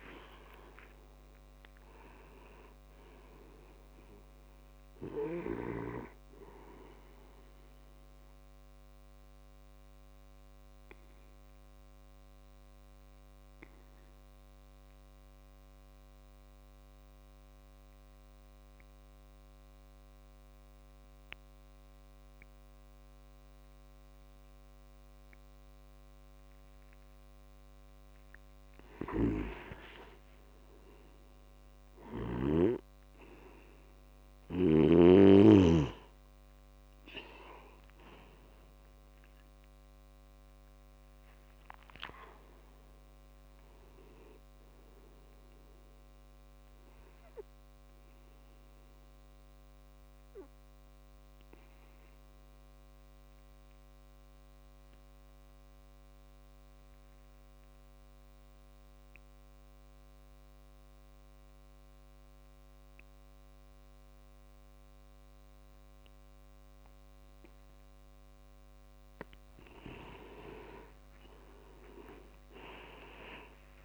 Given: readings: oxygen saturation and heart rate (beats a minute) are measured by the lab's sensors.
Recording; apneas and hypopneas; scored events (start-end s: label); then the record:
breathing in sleep by a microphone on the trachea; 2
0.00-1.50 s: arousal
0.00-9.50 s: tachycardia (device-marked, heart rate 174 extreme)
0.50-19.50 s: oxygen desaturation (device-marked, oxygen 97% before, 91% lowest)
9.00-28.00 s: obstructive apnea (oxygen 98% before, 91% lowest)
26.50-31.50 s: tachycardia (device-marked, heart rate 54 before, 130 extreme)
29.00-32.50 s: snoring (device-marked)
29.50-33.50 s: arousal
36.50-51.50 s: oxygen desaturation (device-marked, oxygen 98% before, 94% lowest)
37.50-40.50 s: tachycardia (device-marked, heart rate 56 before, 94 extreme)
49.50-68.50 s: obstructive apnea (oxygen 98% before, 91% lowest)
71.00-73.85 s: arousal
71.50-73.85 s: tachycardia (device-marked, heart rate 58 before, 96 extreme)
73.50-73.85 s: new sleep stage, N1 (lightest sleep)
From the record:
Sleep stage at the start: N2 (light sleep); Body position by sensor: on the back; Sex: male